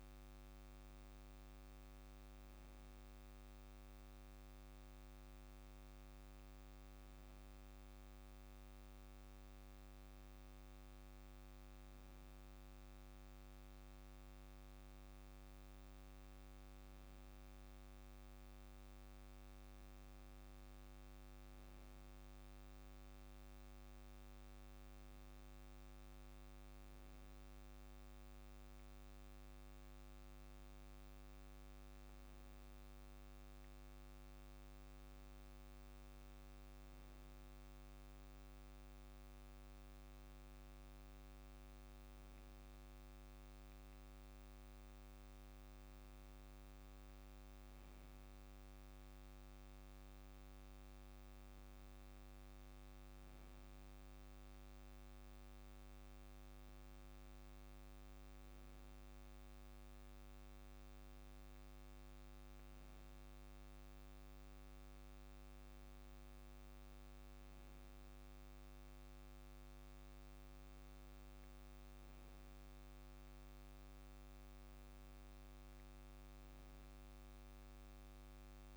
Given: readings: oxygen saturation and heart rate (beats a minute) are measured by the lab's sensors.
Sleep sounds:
breathing in sleep, hard to hear, by a microphone on the trachea; none
23.50-25.50 s: long interval between heartbeats (device-marked, heart rate 55 before, 54 extreme)
35.50-37.50 s: long interval between heartbeats (device-marked, heart rate 48 before, 54 extreme)
45.50-47.50 s: long interval between heartbeats (device-marked, heart rate 46 before, 55 extreme)
52.00-54.00 s: long interval between heartbeats (device-marked, heart rate 48 before, 27 extreme)
76.00-78.00 s: long interval between heartbeats (device-marked, heart rate 50 before, 55 extreme)
From the record:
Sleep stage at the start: N2 (light sleep); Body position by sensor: on the back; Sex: male

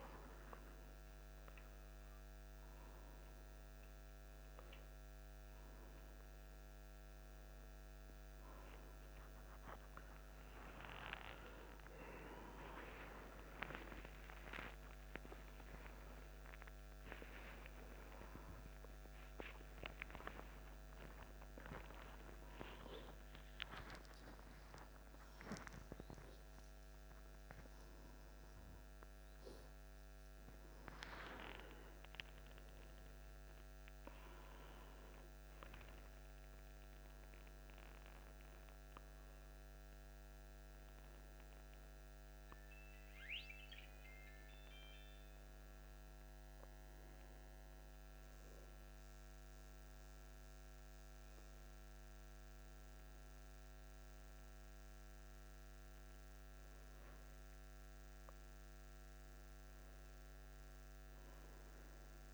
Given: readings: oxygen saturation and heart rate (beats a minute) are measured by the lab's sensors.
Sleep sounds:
a person awake in a sleep study, by a microphone on the trachea; none
none scored
From the record:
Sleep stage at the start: awake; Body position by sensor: on the right side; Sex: male

